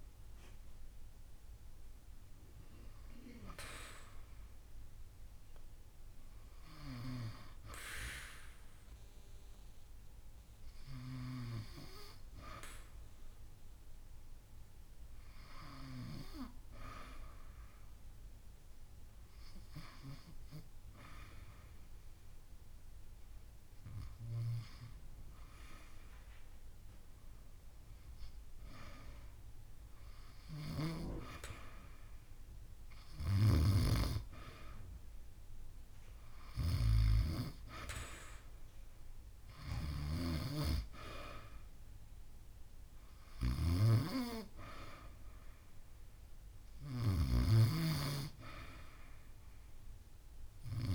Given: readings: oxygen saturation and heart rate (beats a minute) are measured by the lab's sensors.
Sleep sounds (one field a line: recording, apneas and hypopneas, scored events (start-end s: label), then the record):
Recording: breathing in sleep by a room microphone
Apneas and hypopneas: 1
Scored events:
0.50-2.50 s: long interval between heartbeats (device-marked)
4.00-8.50 s: arousal
13.50-27.50 s: hypopnea (oxygen 96% before, 92% lowest)
22.00-50.95 s: new sleep stage, REM sleep
29.50-33.50 s: arousal
30.00-46.00 s: oxygen desaturation (device-marked, oxygen 95% before, 92% lowest)
From the record:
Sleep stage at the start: N2 (light sleep)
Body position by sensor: on the back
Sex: female